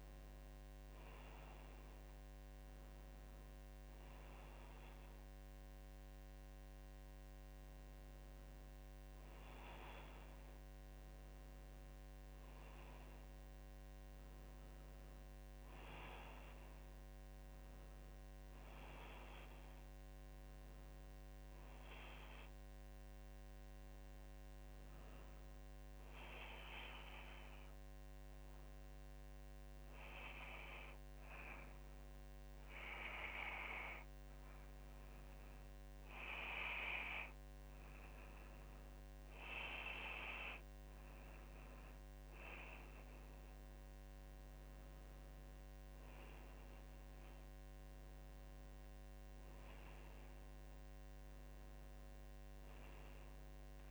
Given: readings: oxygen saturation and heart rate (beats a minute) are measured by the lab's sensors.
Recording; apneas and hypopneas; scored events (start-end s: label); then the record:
breathing in sleep by a microphone on the trachea; 1
22.50-35.00 s: hypopnea (oxygen 96% before, 94% lowest, heart rate 62 before, 59 extreme, up 3 after)
50.00-53.91 s: new sleep stage, awake
From the record:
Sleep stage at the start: N2 (light sleep); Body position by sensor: on the back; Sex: female